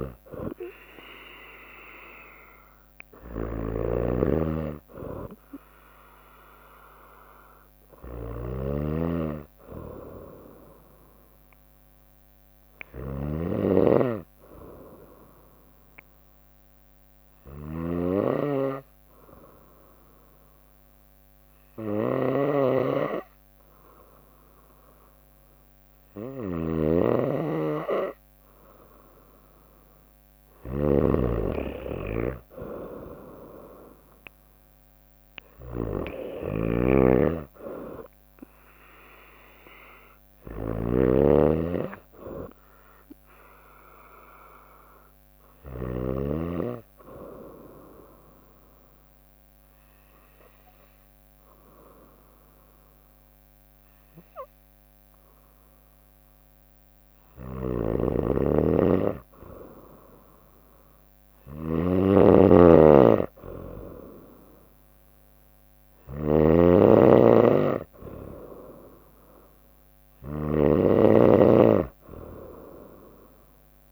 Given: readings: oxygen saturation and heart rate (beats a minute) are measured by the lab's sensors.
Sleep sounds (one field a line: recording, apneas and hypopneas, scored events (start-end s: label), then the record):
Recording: breathing in sleep by a microphone on the trachea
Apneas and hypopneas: 2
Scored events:
0.00-1.50 s: arousal
0.00-8.00 s: drop in pulse transit time (device-marked, heart rate 63 extreme)
0.00-46.00 s: snoring (device-marked)
16.50-29.50 s: hypopnea (oxygen 96% before, 94% lowest, heart rate 63 before, 62 extreme, up 2 after)
27.00-43.00 s: drop in pulse transit time (device-marked, heart rate 63 before, 63 extreme)
31.50-35.00 s: arousal
47.00-58.00 s: obstructive apnea (oxygen 97% before, 94% lowest, heart rate 65 before, 63 extreme, up 2 after)
57.50-73.92 s: snoring (device-marked)
60.00-63.50 s: arousal
From the record:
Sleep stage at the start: N2 (light sleep)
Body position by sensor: on the right side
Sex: female